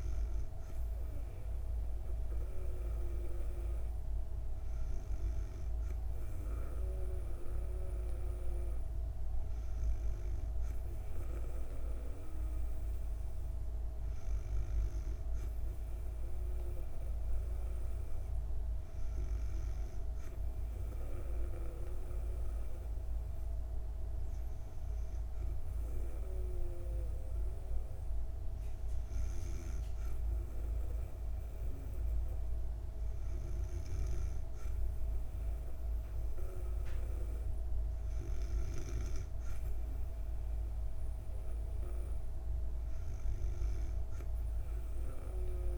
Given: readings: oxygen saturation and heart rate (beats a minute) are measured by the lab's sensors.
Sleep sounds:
breathing in sleep by a room microphone; 1
20.00-31.00 s: hypopnea (oxygen 96% before, 95% lowest, heart rate 64 before, 62 extreme, up 7 after)
32.00-34.50 s: arousal
From the record:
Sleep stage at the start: N2 (light sleep); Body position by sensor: on the back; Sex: female

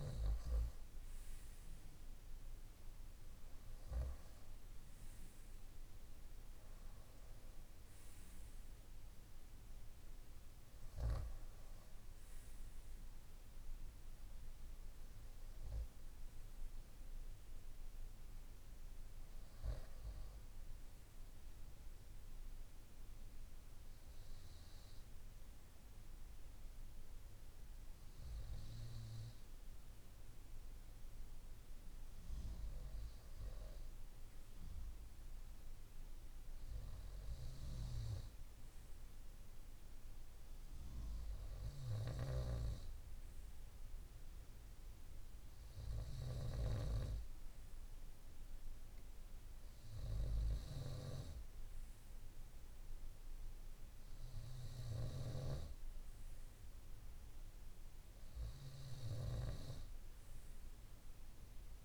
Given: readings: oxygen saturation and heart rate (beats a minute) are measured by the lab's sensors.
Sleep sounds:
breathing in sleep by a room microphone; none
none scored
From the record:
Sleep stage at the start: N2 (light sleep); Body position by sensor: on the right side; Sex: male

